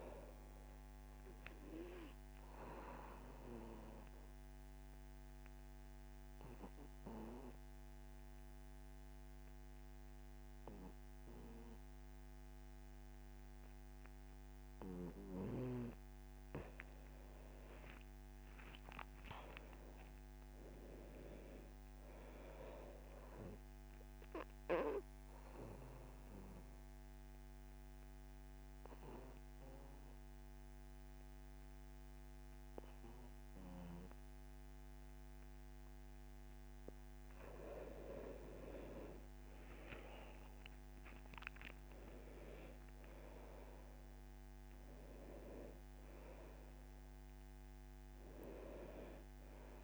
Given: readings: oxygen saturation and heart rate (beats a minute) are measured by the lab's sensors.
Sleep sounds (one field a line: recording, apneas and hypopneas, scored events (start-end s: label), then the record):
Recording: breathing in sleep by a microphone on the trachea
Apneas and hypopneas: 2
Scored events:
2.00-16.00 s: obstructive apnea (oxygen 100% before, 90% lowest, heart rate 80 before, 69 extreme, up 16 after)
4.00-15.00 s: oxygen desaturation (device-marked, oxygen 98% before, 91% lowest, heart rate 79 before, 70 extreme)
18.00-21.50 s: arousal
21.00-36.00 s: oxygen desaturation (device-marked, oxygen 98% before, 90% lowest, heart rate 73 before, 72 extreme)
24.50-37.00 s: obstructive apnea (oxygen 98% before, 89% lowest, heart rate 73 before, 70 extreme, up 7 after)
38.50-42.00 s: arousal
42.00-49.84 s: oxygen desaturation (device-marked, oxygen 98% before, 90% lowest, heart rate 79 before, 70 extreme)
From the record:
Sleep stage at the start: N2 (light sleep)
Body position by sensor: on the back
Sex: male